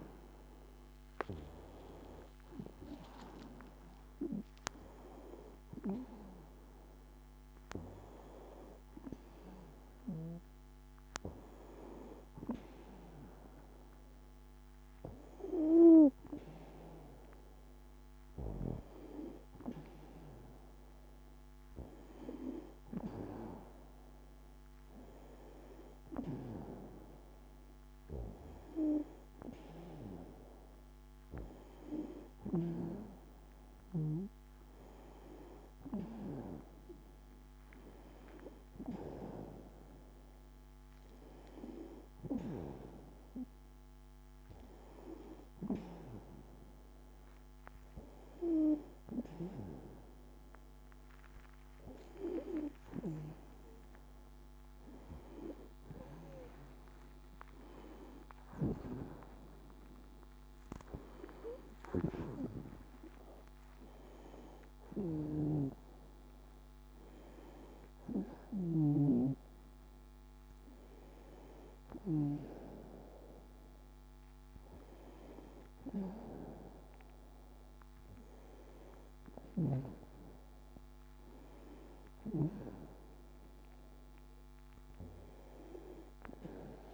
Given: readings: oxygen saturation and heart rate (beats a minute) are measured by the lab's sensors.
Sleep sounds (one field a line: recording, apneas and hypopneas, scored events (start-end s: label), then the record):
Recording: breathing in sleep by a microphone on the trachea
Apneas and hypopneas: none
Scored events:
61.00-65.50 s: arousal
From the record:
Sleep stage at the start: N2 (light sleep)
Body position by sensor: on the back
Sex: female